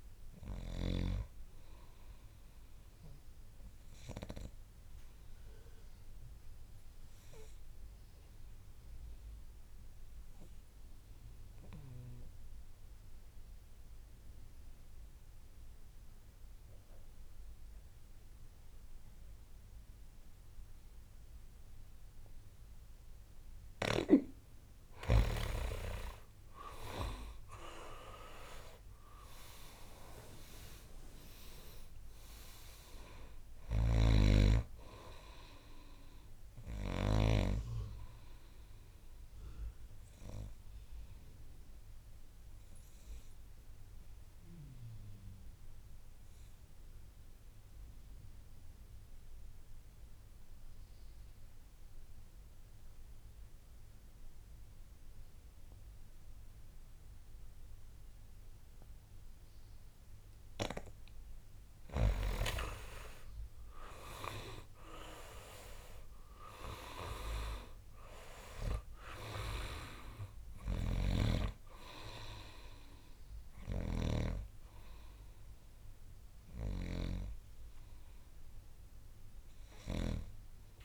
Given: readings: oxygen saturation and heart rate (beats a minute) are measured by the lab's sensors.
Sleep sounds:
breathing in sleep by a room microphone; 2
0.00-17.50 s: oxygen desaturation (device-marked, oxygen 82% lowest, heart rate 55 extreme)
3.00-24.00 s: obstructive apnea (oxygen 99% before, 82% lowest, heart rate 74 before, 54 extreme, up 13 after)
22.50-56.50 s: oxygen desaturation (device-marked, oxygen 99% before, 83% lowest, heart rate 63 before, 54 extreme)
26.50-29.50 s: arousal
34.00-37.50 s: snoring (device-marked)
38.50-60.50 s: obstructive apnea (oxygen 99% before, 82% lowest, heart rate 73 before, 55 extreme, up 10 after)
63.50-67.50 s: arousal
63.50-80.85 s: oxygen desaturation (device-marked, oxygen 99% before, 82% lowest, heart rate 65 before, 60 extreme)
71.00-74.50 s: snoring (device-marked)
From the record:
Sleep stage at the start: N2 (light sleep); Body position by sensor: on the back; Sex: male

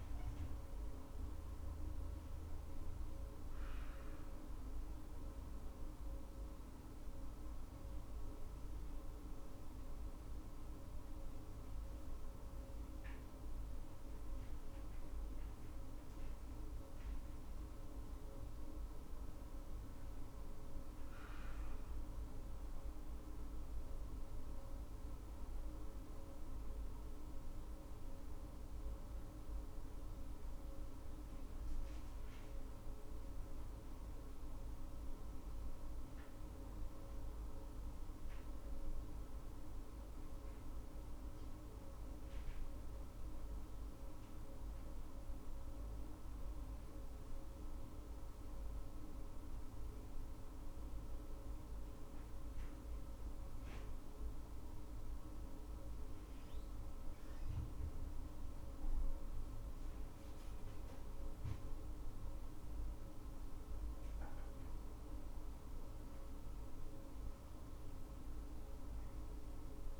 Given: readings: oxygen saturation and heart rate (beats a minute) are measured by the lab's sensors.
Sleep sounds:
breathing in sleep, hard to hear, by a room microphone; none
68.50-70.00 s: arousal
From the record:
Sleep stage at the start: N2 (light sleep); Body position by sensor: on the right side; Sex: female

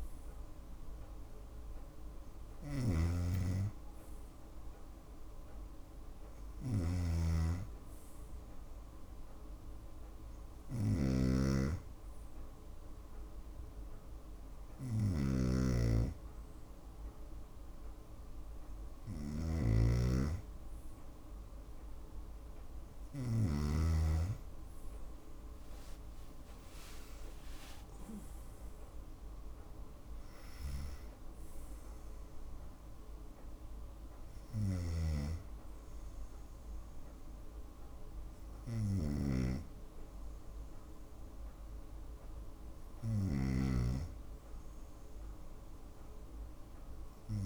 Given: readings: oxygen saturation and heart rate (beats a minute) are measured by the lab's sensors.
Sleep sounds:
breathing in sleep by a room microphone; none
0.00-23.50 s: snoring (device-marked)
24.50-28.50 s: arousal
From the record:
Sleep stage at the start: N2 (light sleep); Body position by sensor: on the right side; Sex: female

